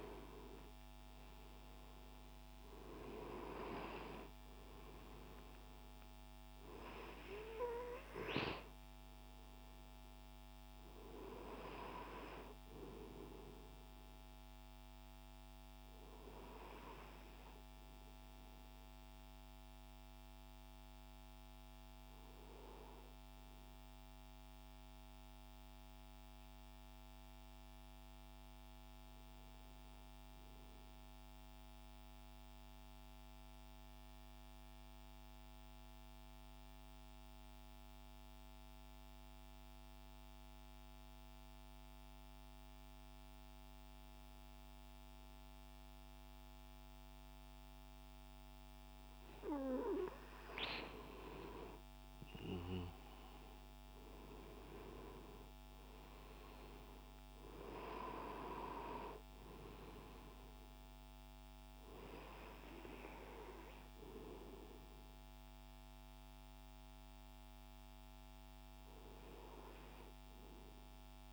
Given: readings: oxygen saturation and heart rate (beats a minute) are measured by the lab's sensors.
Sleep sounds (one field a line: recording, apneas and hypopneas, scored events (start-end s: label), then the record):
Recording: breathing in sleep by a microphone on the trachea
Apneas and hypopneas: 1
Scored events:
0.00-2.00 s: arousal
0.00-22.00 s: oxygen desaturation (device-marked, oxygen 90% lowest, heart rate 48 extreme)
19.00-50.00 s: obstructive apnea (oxygen 95% before, 92% lowest, heart rate 102 before, 48 extreme, up 53 after)
48.00-71.32 s: oxygen desaturation (device-marked, oxygen 97% before, 92% lowest)
51.50-56.00 s: arousal
From the record:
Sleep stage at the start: N2 (light sleep)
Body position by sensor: on the right side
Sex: male